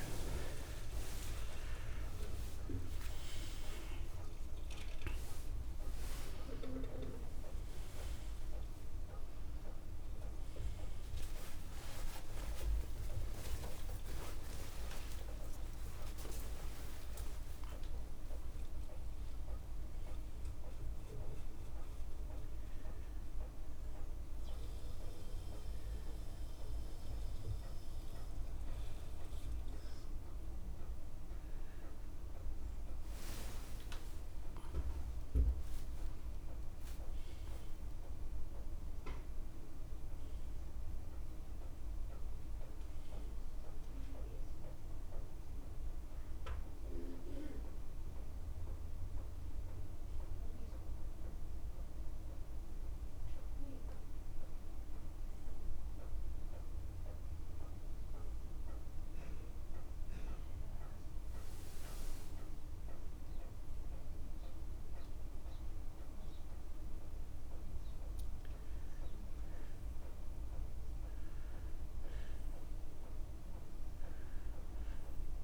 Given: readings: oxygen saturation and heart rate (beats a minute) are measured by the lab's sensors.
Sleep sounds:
a person awake in a sleep study, by a room microphone; none
2.00-4.00 s: long interval between heartbeats (device-marked, heart rate 60 before, 89 extreme)
4.50-6.50 s: long interval between heartbeats (device-marked, heart rate 64 before, 94 extreme)
13.00-15.00 s: long interval between heartbeats (device-marked, heart rate 70 before, 61 extreme)
21.00-35.00 s: oxygen desaturation (device-marked, oxygen 93% before, 90% lowest, heart rate 74 before, 35 extreme)
34.00-36.00 s: long interval between heartbeats (device-marked, heart rate 68 before, 77 extreme)
36.50-38.50 s: long interval between heartbeats (device-marked, heart rate 69 before, 86 extreme)
42.00-44.00 s: long interval between heartbeats (device-marked, heart rate 70 before, 57 extreme)
46.00-48.00 s: long interval between heartbeats (device-marked, heart rate 69 before, 53 extreme)
47.00-75.44 s: new sleep stage, N1 (lightest sleep)
62.00-64.00 s: long interval between heartbeats (device-marked, heart rate 49 before, 58 extreme)
66.50-68.50 s: long interval between heartbeats (device-marked, heart rate 48 before, 38 extreme)
From the record:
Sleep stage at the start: awake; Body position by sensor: on the back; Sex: male

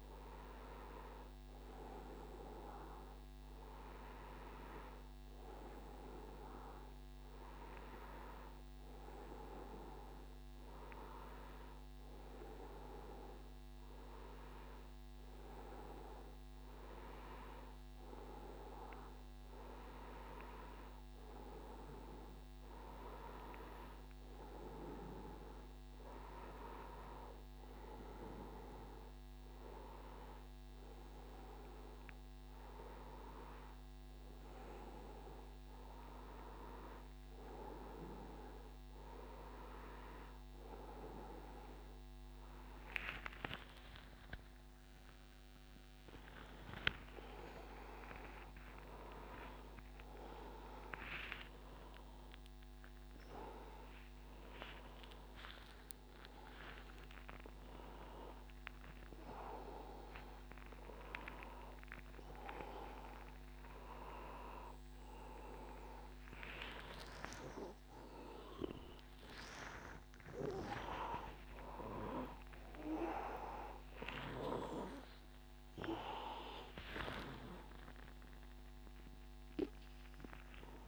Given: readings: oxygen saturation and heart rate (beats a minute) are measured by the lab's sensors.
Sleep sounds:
a person partly awake in a sleep study, by a microphone on the trachea; none
47.50-80.88 s: new sleep stage, awake
77.00-79.00 s: long interval between heartbeats (device-marked, heart rate 100 before, 113 extreme)
From the record:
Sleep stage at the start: N1 (lightest sleep); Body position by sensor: on the back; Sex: male

